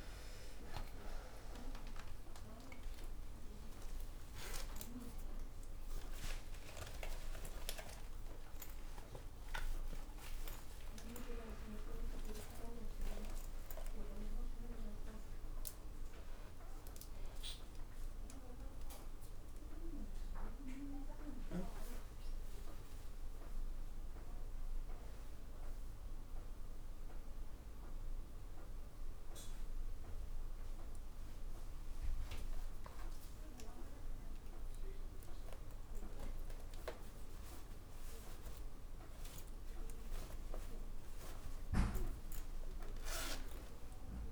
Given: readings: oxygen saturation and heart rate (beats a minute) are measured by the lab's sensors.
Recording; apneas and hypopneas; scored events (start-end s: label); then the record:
a person awake in a sleep study, by a room microphone; none
none scored
From the record:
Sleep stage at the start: awake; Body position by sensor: on the back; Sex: female